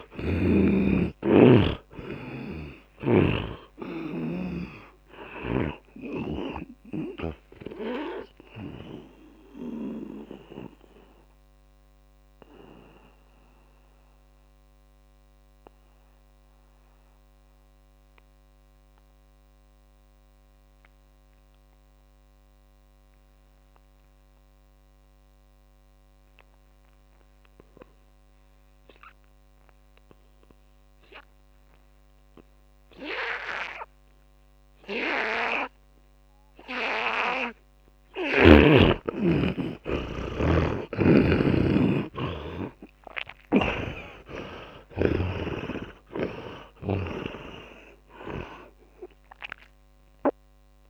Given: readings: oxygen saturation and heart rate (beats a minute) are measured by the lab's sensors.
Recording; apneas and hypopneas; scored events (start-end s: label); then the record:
breathing in sleep by a microphone on the trachea; 1
0.00-1.00 s: snoring (device-marked)
0.00-24.00 s: oxygen desaturation (device-marked, oxygen 82% lowest, heart rate 54 extreme)
9.50-38.00 s: mixed apnea (oxygen 100% before, 79% lowest, heart rate 74 before, 54 extreme, up 24 after)
36.00-50.90 s: oxygen desaturation (device-marked, oxygen 100% before, 79% lowest, heart rate 60 before, 55 extreme)
39.50-44.00 s: arousal
41.00-44.50 s: snoring (device-marked)
From the record:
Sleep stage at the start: N2 (light sleep); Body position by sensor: on the right side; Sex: male